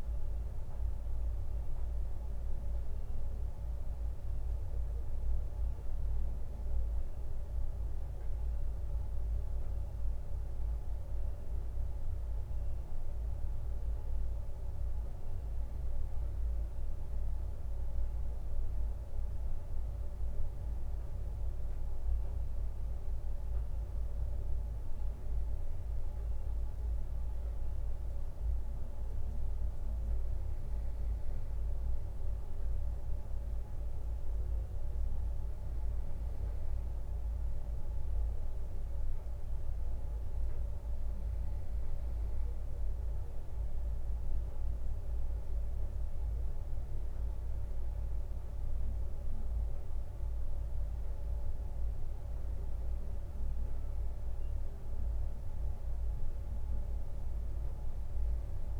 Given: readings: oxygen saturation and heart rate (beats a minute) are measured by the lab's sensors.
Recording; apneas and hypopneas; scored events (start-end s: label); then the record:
breathing in sleep, hard to hear, by a room microphone; none
none scored
From the record:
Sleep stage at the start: N2 (light sleep); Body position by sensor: on the right side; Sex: male